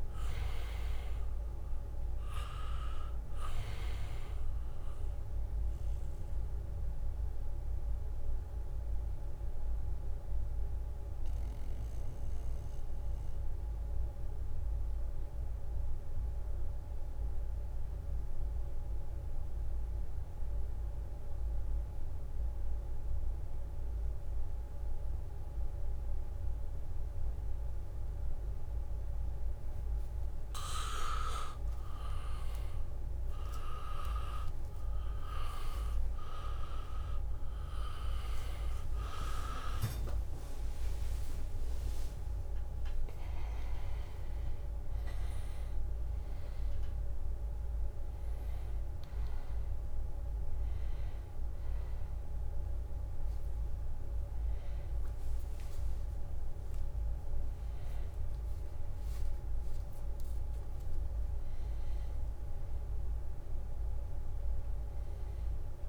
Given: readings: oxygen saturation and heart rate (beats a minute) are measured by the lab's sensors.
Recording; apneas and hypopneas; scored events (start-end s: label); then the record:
breathing in sleep by a room microphone; 1
0.00-20.00 s: oxygen desaturation (device-marked, oxygen 80% lowest, heart rate 63 extreme)
0.50-10.00 s: leg movement (device-marked)
8.50-30.00 s: mixed apnea (oxygen 99% before, 80% lowest, heart rate 70 before, 63 extreme)
27.00-41.00 s: oxygen desaturation (device-marked, oxygen 99% before, 90% lowest, heart rate 75 before, 63 extreme)
29.00-65.89 s: new sleep stage, N1 (lightest sleep)
39.50-43.50 s: arousal
40.00-45.00 s: leg movement (device-marked)
46.00-65.89 s: oxygen desaturation (device-marked, oxygen 93% before, 83% lowest, heart rate 70 before, 72 extreme)
From the record:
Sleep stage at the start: N2 (light sleep); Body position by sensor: on the back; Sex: male